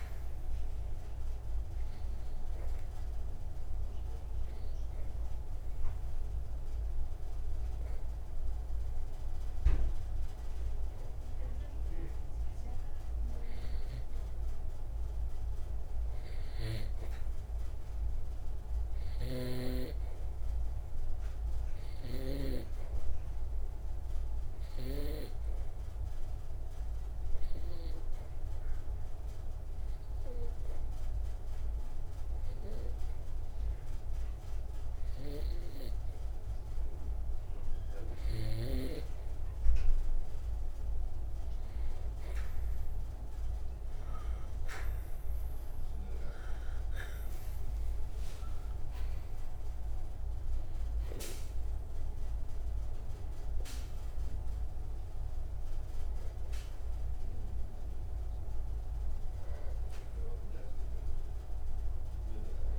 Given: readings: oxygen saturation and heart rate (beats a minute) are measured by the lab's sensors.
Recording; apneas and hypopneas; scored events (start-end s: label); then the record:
breathing in sleep by a room microphone; 2
2.50-33.50 s: oxygen desaturation (device-marked, oxygen 98% before, 87% lowest)
3.00-13.00 s: obstructive apnea (oxygen 98% before, 87% lowest)
18.50-22.00 s: arousal
26.00-38.00 s: hypopnea (oxygen 97% before, 87% lowest)
40.00-44.50 s: arousal
From the record:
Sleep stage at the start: N2 (light sleep); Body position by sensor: on the right side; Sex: male